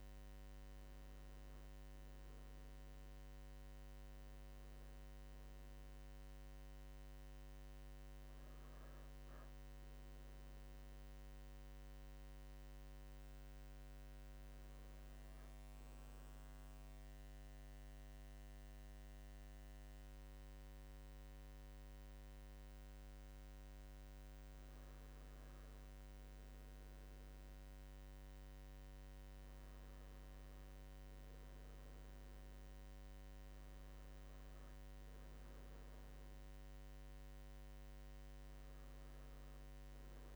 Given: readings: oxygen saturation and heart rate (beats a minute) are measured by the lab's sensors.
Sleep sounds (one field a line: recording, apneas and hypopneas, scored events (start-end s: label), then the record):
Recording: a person partly awake in a sleep study, hard to hear, by a microphone on the trachea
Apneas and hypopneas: 1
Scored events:
4.00-40.36 s: new sleep stage, N2 (light sleep)
10.50-24.50 s: hypopnea (oxygen 97% before, 92% lowest, heart rate 85 before, 80 extreme, up 6 after)
27.00-30.50 s: arousal
From the record:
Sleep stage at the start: awake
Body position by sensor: on the right side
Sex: male